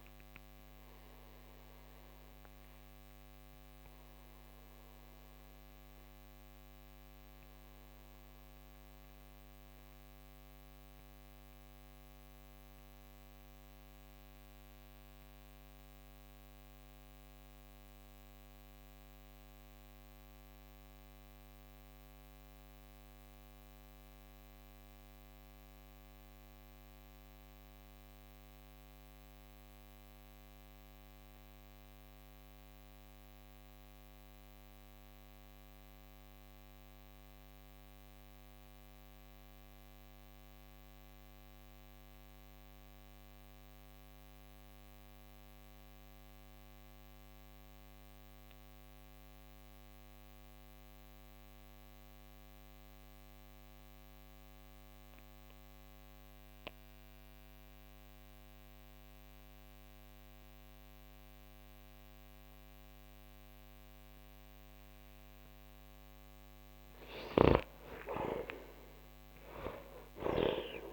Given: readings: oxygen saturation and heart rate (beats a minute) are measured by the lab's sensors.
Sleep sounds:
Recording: breathing in sleep, hard to hear, by a microphone on the trachea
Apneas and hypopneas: 1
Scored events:
0.00-1.00 s: oxygen desaturation (device-marked, oxygen 92% lowest, heart rate 44 extreme)
1.50-65.50 s: mixed apnea (oxygen 98% before, 80% lowest, heart rate 64 before, 39 extreme, up 23 after)
7.00-28.00 s: oxygen desaturation (device-marked, oxygen 93% before, 84% lowest, heart rate 65 before, 39 extreme)
55.00-70.93 s: oxygen desaturation (device-marked, oxygen 98% before, 80% lowest, heart rate 48 before, 38 extreme)
67.00-70.93 s: snoring (device-marked)
67.50-70.93 s: arousal
From the record:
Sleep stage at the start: N2 (light sleep)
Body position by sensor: on the back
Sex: male

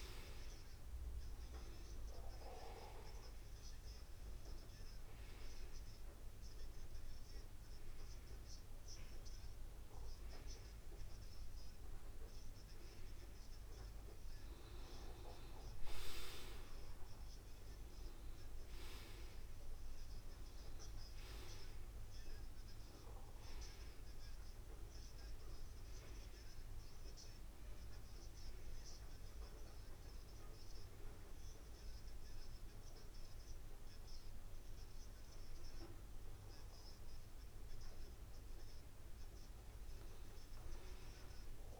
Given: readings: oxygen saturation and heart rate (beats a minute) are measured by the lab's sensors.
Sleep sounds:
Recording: breathing in sleep by a room microphone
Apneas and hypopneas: 1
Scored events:
0.00-1.50 s: arousal
5.00-15.00 s: hypopnea (oxygen 94% before, 92% lowest, heart rate 81 before, 75 extreme, up 3 after)
18.00-21.00 s: arousal
From the record:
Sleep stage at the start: N2 (light sleep)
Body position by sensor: on the back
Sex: male

